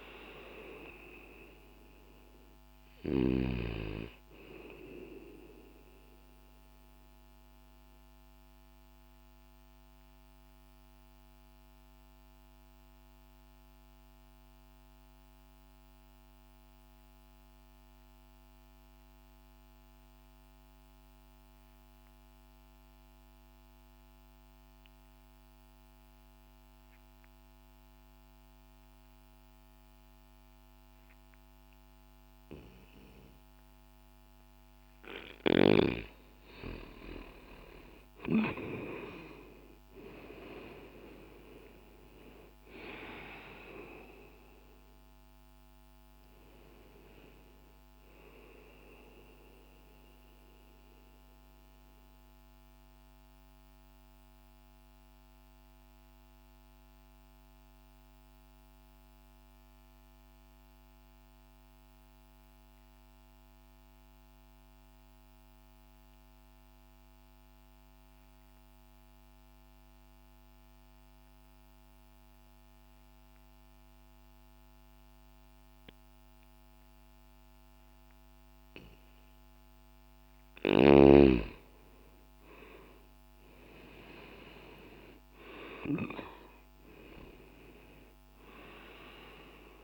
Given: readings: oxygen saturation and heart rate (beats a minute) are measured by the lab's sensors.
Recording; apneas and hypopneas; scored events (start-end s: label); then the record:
breathing in sleep by a microphone on the trachea; 2
0.00-11.00 s: oxygen desaturation (device-marked, oxygen 91% lowest, heart rate 60 extreme)
4.50-33.00 s: obstructive apnea (oxygen 96% before, 90% lowest, heart rate 60 before, 60 extreme, up 0 after)
36.50-41.50 s: arousal
50.00-78.50 s: obstructive apnea (oxygen 97% before, 87% lowest, heart rate 60 before, 60 extreme, up 0 after)
69.00-76.00 s: oxygen desaturation (device-marked, oxygen 95% before, 90% lowest, heart rate 60 before, 60 extreme)
81.00-86.00 s: arousal
From the record:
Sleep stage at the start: N2 (light sleep); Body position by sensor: on the left side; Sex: male